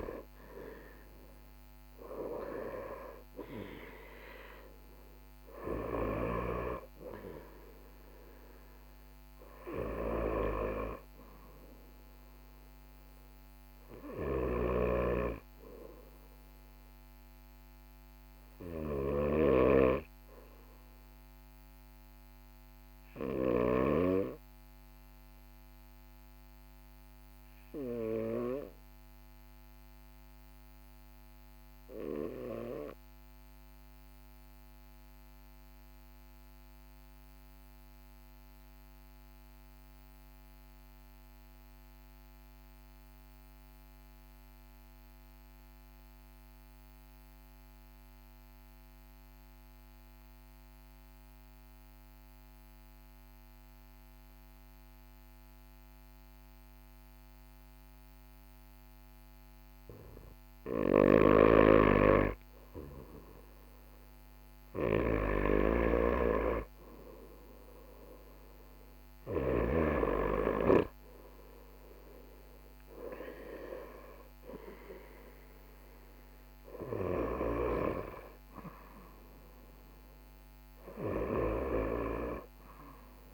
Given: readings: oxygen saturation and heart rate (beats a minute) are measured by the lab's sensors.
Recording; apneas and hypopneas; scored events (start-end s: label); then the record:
breathing in sleep by a microphone on the trachea; 1
14.00-23.50 s: snoring (device-marked)
29.50-60.00 s: obstructive apnea (oxygen 99% before, 94% lowest, heart rate 43 before, 39 extreme, up 2 after)
53.50-57.50 s: oxygen desaturation (device-marked, oxygen 98% before, 97% lowest, heart rate 42 before, 42 extreme)
60.50-69.50 s: snoring (device-marked)
61.50-65.50 s: arousal
From the record:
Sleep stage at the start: N2 (light sleep); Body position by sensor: on the right side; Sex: male